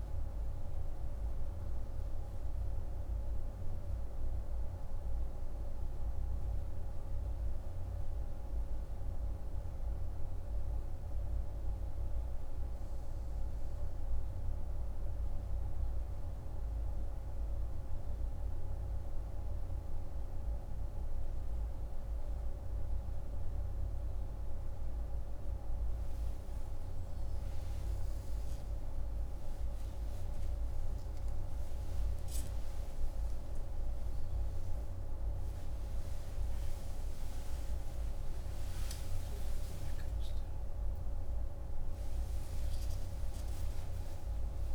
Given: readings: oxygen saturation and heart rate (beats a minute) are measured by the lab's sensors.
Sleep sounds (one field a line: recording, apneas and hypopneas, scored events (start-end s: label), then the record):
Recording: a person awake in a sleep study, hard to hear, by a room microphone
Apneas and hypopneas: none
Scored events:
none scored
From the record:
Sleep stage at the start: awake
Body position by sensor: on the right side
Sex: male